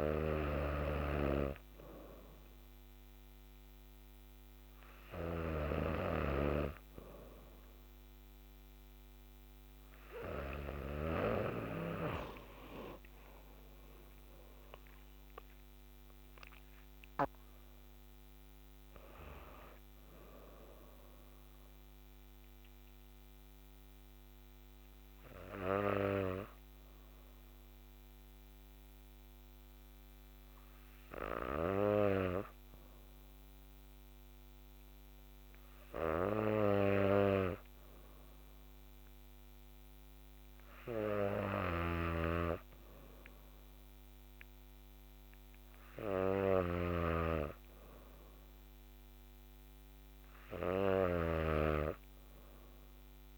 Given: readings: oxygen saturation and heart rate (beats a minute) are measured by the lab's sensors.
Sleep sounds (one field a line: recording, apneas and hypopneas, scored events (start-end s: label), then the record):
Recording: breathing in sleep by a microphone on the trachea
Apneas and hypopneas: none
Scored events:
0.00-11.50 s: snoring (device-marked)
13.50-18.00 s: arousal
40.50-53.38 s: new sleep stage, N2 (light sleep)
41.50-53.38 s: snoring (device-marked)
From the record:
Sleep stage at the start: N3 (deep sleep)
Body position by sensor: on the back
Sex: female